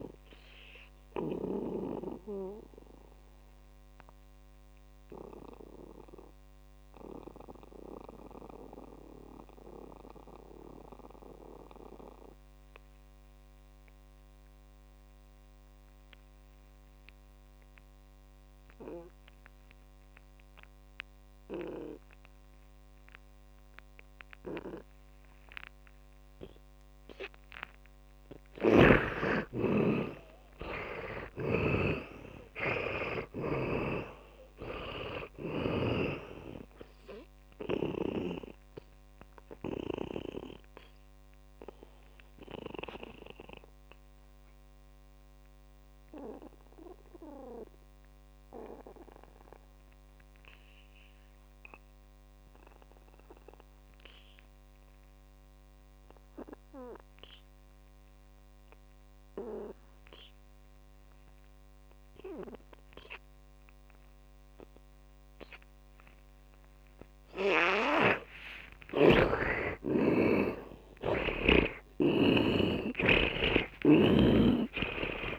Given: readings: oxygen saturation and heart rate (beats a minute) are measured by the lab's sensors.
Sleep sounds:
breathing in sleep by a microphone on the trachea; 2
0.00-15.50 s: oxygen desaturation (device-marked, oxygen 79% lowest)
0.50-27.50 s: mixed apnea (oxygen 100% before, 79% lowest)
24.50-54.50 s: oxygen desaturation (device-marked, oxygen 100% before, 82% lowest)
29.00-36.50 s: snoring (device-marked)
29.50-34.00 s: arousal
40.50-68.00 s: mixed apnea (oxygen 100% before, 80% lowest)
65.50-75.39 s: oxygen desaturation (device-marked, oxygen 100% before, 81% lowest)
69.50-75.39 s: arousal
From the record:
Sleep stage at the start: N2 (light sleep); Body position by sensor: on the back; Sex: male

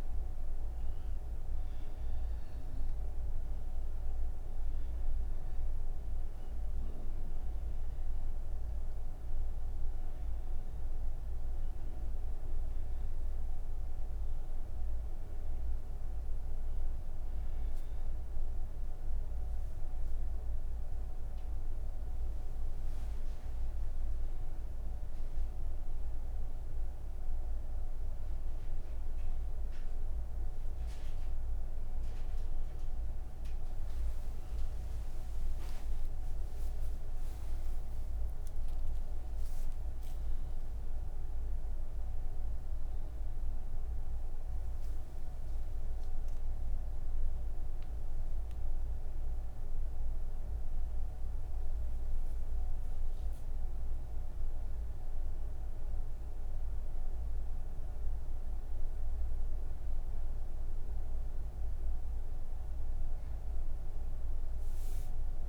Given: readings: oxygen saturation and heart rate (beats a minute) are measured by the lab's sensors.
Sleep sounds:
breathing in sleep, hard to hear, by a room microphone; none
13.50-65.48 s: new sleep stage, N1 (lightest sleep)
32.50-40.50 s: oxygen desaturation (device-marked, oxygen 94% before, 91% lowest)
From the record:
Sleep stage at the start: N3 (deep sleep); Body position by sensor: on the right side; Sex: female

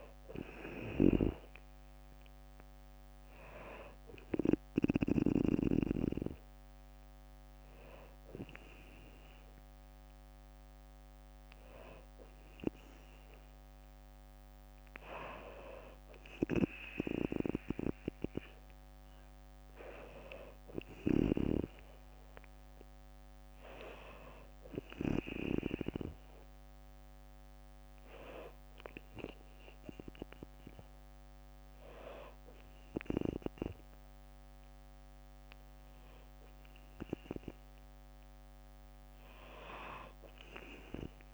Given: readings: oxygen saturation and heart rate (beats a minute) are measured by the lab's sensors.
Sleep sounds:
breathing in sleep by a microphone on the trachea; 1
0.00-5.00 s: snoring (device-marked)
0.00-6.50 s: drop in pulse transit time (device-marked, heart rate 62 extreme)
17.50-28.50 s: drop in pulse transit time (device-marked, heart rate 62 before, 61 extreme)
18.50-22.50 s: arousal
26.50-37.00 s: hypopnea (oxygen 97% before, 93% lowest, heart rate 61 before, 59 extreme, up 1 after)
39.50-41.34 s: arousal
From the record:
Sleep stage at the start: N2 (light sleep); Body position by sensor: on the back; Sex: female

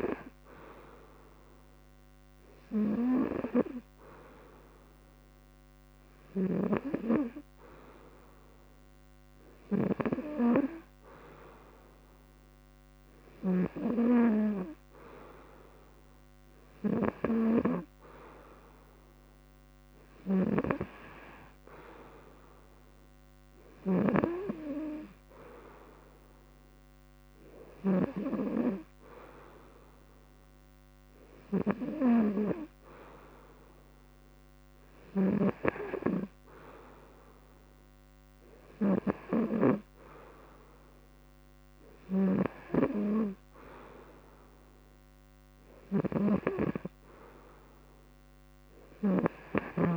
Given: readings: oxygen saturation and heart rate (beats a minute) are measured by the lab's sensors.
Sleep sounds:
breathing in sleep by a microphone on the trachea; none
19.50-27.50 s: snoring (device-marked)
34.50-39.50 s: snoring (device-marked)
41.50-49.97 s: snoring (device-marked)
From the record:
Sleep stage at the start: N2 (light sleep); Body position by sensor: on the front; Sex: male

